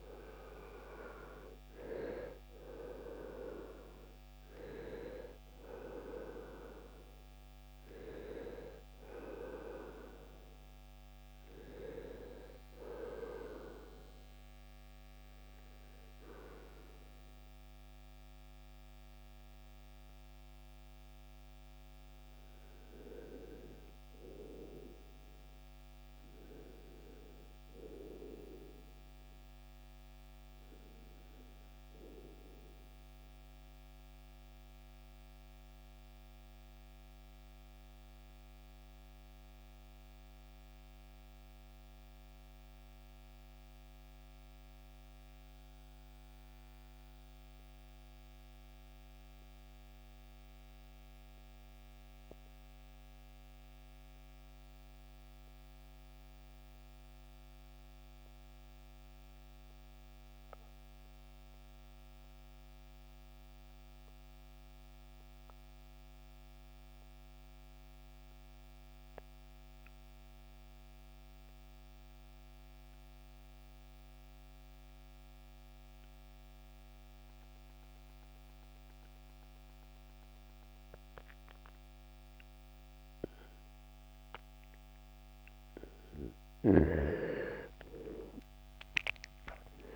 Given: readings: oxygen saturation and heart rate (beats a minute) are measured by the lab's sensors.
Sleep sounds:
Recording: breathing in sleep by a microphone on the trachea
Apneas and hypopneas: 1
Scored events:
0.00-41.50 s: oxygen desaturation (device-marked, oxygen 79% lowest, heart rate 53 extreme)
24.00-28.00 s: arousal
32.50-85.50 s: mixed apnea (oxygen 91% before, 79% lowest, heart rate 76 before, 49 extreme, up 21 after)
73.50-89.96 s: oxygen desaturation (device-marked, oxygen 97% before, 91% lowest, heart rate 62 before, 49 extreme)
83.50-89.96 s: new sleep stage, N1 (lightest sleep)
87.50-89.96 s: arousal
From the record:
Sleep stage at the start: REM sleep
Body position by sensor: on the right side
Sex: male

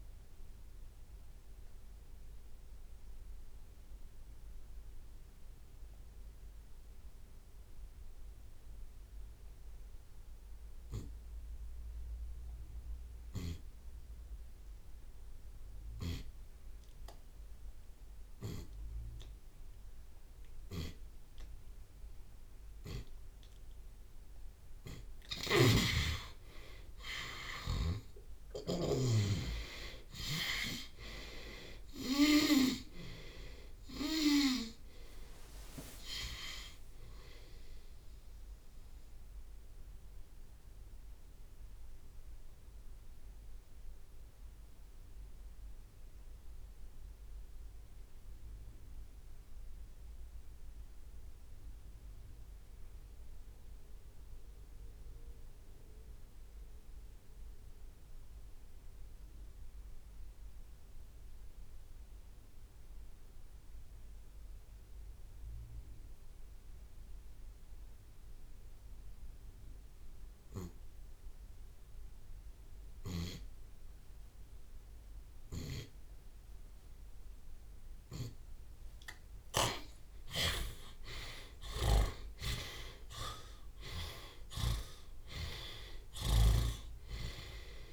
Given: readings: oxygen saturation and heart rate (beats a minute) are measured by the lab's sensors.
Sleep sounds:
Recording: breathing in sleep by a room microphone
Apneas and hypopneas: 2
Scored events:
0.00-1.00 s: long interval between heartbeats (device-marked, heart rate 77 extreme)
0.00-21.00 s: oxygen desaturation (device-marked, oxygen 72% lowest)
1.00-24.00 s: obstructive apnea (oxygen 94% before, 72% lowest)
18.00-20.00 s: long interval between heartbeats (device-marked, heart rate 42 before, 32 extreme)
22.50-24.50 s: long interval between heartbeats (device-marked, heart rate 36 before, 78 extreme)
25.00-40.00 s: drop in pulse transit time (device-marked, heart rate 35 before, 55 extreme)
26.00-31.00 s: arousal
31.00-33.00 s: long interval between heartbeats (device-marked, heart rate 43 before, 80 extreme)
38.50-78.50 s: obstructive apnea (oxygen 94% before, 73% lowest)
56.00-62.00 s: tachycardia (device-marked, heart rate 36 before, 168 extreme)
60.00-66.00 s: oxygen desaturation (device-marked, oxygen 89% before, 73% lowest)
72.50-74.50 s: long interval between heartbeats (device-marked)
79.00-87.93 s: oxygen desaturation (device-marked, oxygen 95% before, 73% lowest)
79.50-83.50 s: arousal
79.50-87.93 s: snoring (device-marked)
From the record:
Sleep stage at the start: N2 (light sleep)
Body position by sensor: on the left side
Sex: male

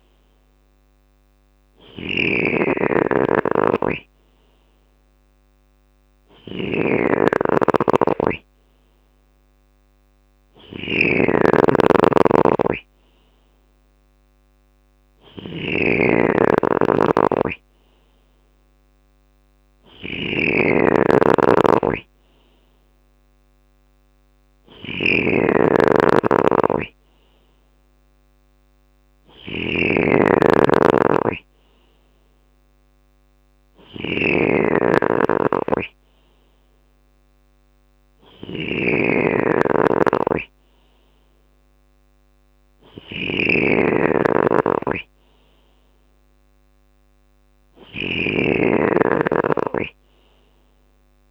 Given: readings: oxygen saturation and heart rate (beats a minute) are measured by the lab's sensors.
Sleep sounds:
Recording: breathing in sleep by a microphone on the trachea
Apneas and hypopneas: none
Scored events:
0.00-51.31 s: snoring (device-marked)
17.50-21.50 s: bradycardia (device-marked, heart rate 61 before, 59 extreme)
From the record:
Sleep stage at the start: N3 (deep sleep)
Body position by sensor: on the left side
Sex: male

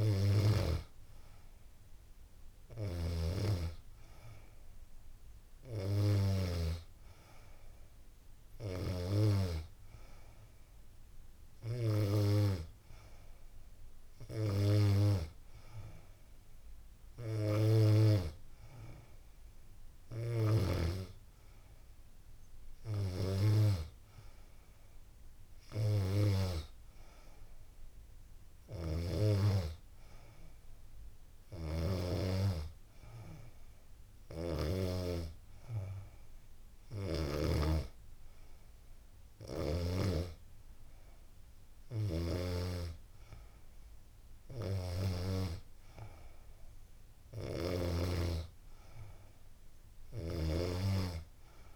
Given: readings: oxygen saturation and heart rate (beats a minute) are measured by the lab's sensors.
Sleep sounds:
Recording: breathing in sleep by a room microphone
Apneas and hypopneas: none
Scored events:
none scored
From the record:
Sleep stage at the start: N2 (light sleep)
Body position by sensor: on the back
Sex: female

